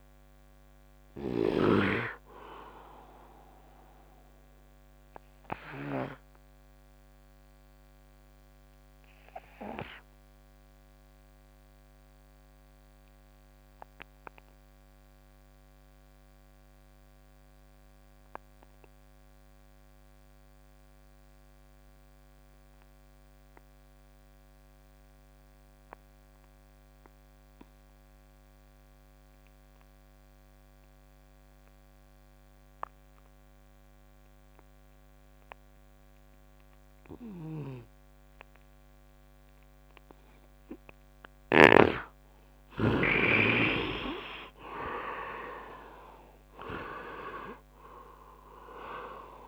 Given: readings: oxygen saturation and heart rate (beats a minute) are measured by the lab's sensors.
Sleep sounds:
breathing in sleep by a microphone on the trachea; 1
0.00-12.00 s: oxygen desaturation (device-marked, oxygen 69% lowest, heart rate 69 extreme)
5.00-41.00 s: obstructive apnea (oxygen 98% before, 67% lowest, heart rate 77 before, 69 extreme, up 8 after)
25.00-49.48 s: oxygen desaturation (device-marked, oxygen 100% before, 67% lowest, heart rate 73 before, 69 extreme)
44.00-49.00 s: arousal
From the record:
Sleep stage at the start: N2 (light sleep); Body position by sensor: on the right side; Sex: male

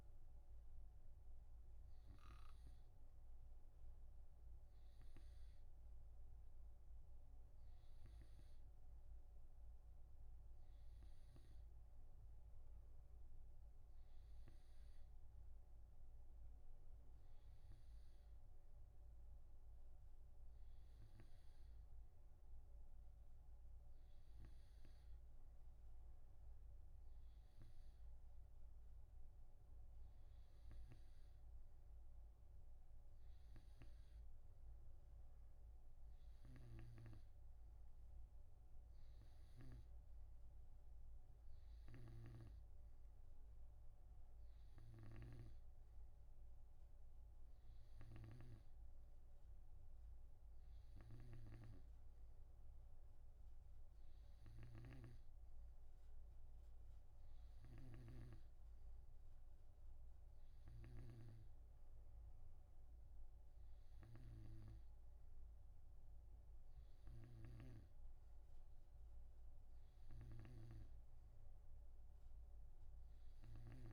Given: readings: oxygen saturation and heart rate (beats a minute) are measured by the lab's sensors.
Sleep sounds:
breathing in sleep by a room microphone; none
51.50-61.50 s: snoring (device-marked)
67.50-73.93 s: snoring (device-marked)
From the record:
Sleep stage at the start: N2 (light sleep); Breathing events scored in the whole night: 122 in 4.2 hours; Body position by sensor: on the right side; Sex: male

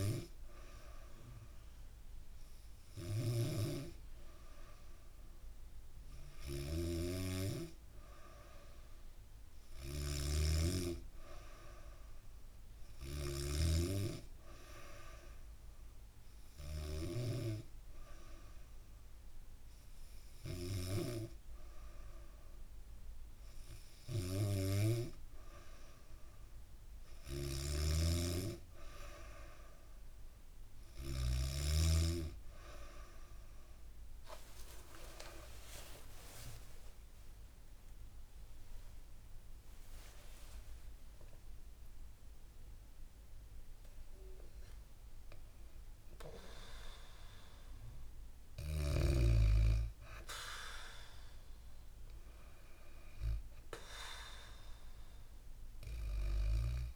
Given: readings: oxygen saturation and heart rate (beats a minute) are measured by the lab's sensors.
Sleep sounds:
breathing in sleep by a room microphone; none
0.00-20.50 s: snoring (device-marked)
26.50-31.00 s: snoring (device-marked)
34.50-39.00 s: arousal
35.50-56.96 s: new sleep stage, N2 (light sleep)
From the record:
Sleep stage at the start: N3 (deep sleep); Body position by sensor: on the back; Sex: female

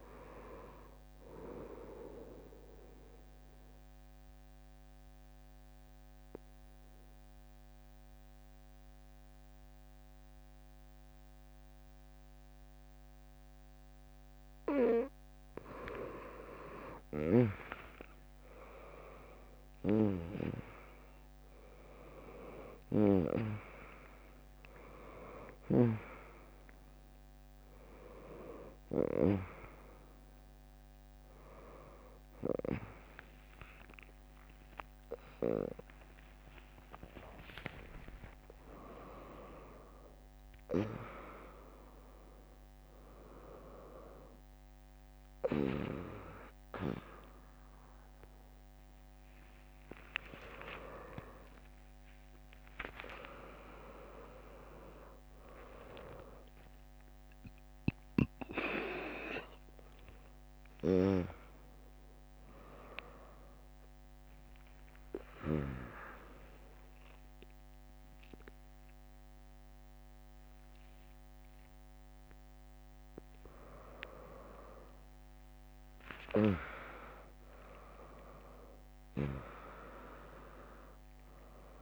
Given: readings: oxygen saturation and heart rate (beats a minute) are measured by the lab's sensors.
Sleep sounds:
a person awake in a sleep study, by a microphone on the trachea; none
14.50-81.82 s: new sleep stage, awake
17.50-19.50 s: bradycardia (device-marked, heart rate 73 before, 66 extreme)
29.50-52.50 s: drop in pulse transit time (device-marked, heart rate 74 before, 87 extreme)
35.00-37.00 s: long interval between heartbeats (device-marked, heart rate 76 before, 95 extreme)
46.50-55.50 s: tachycardia (device-marked, heart rate 73 before, 139 extreme)
49.50-51.50 s: long interval between heartbeats (device-marked, heart rate 90 before, 103 extreme)
52.50-54.50 s: long interval between heartbeats (device-marked, heart rate 93 before, 126 extreme)
54.50-56.50 s: long interval between heartbeats (device-marked, heart rate 97 before, 129 extreme)
62.50-69.50 s: tachycardia (device-marked, heart rate 74 before, 118 extreme)
68.00-70.00 s: long interval between heartbeats (device-marked, heart rate 107 before, 118 extreme)
From the record:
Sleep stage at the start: N2 (light sleep); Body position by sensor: on the right side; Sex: female

